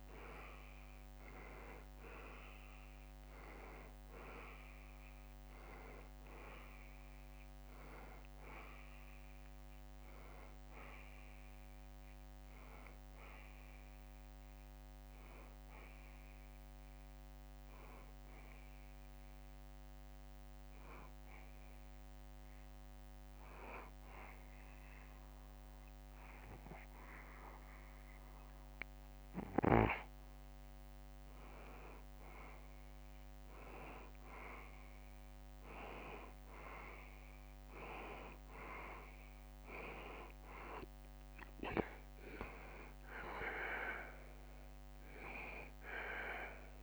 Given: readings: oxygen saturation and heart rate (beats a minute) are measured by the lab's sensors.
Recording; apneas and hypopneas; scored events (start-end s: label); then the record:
breathing in sleep by a microphone on the trachea; 1
0.00-22.00 s: oxygen desaturation (device-marked, oxygen 94% before, 88% lowest, heart rate 74 before, 72 extreme)
19.00-31.50 s: hypopnea (oxygen 94% before, 90% lowest, heart rate 77 before, 72 extreme, up 1 after)
33.50-37.50 s: arousal
37.00-46.83 s: oxygen desaturation (device-marked, oxygen 95% before, 90% lowest, heart rate 74 before, 72 extreme)
From the record:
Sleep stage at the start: N2 (light sleep); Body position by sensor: on the back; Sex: male